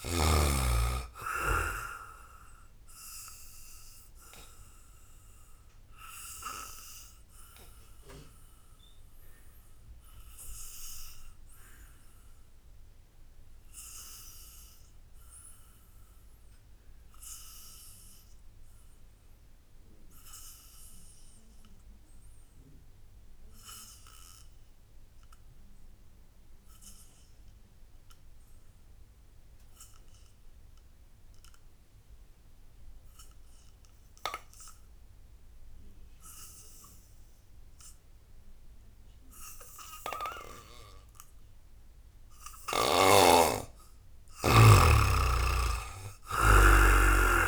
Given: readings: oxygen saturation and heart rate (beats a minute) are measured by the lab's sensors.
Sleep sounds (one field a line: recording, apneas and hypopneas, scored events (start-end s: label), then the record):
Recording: breathing in sleep by a room microphone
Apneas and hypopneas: 1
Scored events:
0.00-16.00 s: oxygen desaturation (device-marked, oxygen 70% lowest, heart rate 56 extreme)
3.00-43.00 s: obstructive apnea (oxygen 98% before, 68% lowest, heart rate 70 before, 56 extreme, up 21 after)
25.00-47.48 s: oxygen desaturation (device-marked, oxygen 99% before, 68% lowest, heart rate 78 before, 56 extreme)
44.50-47.48 s: arousal
From the record:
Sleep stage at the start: N2 (light sleep)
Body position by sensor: on the back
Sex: male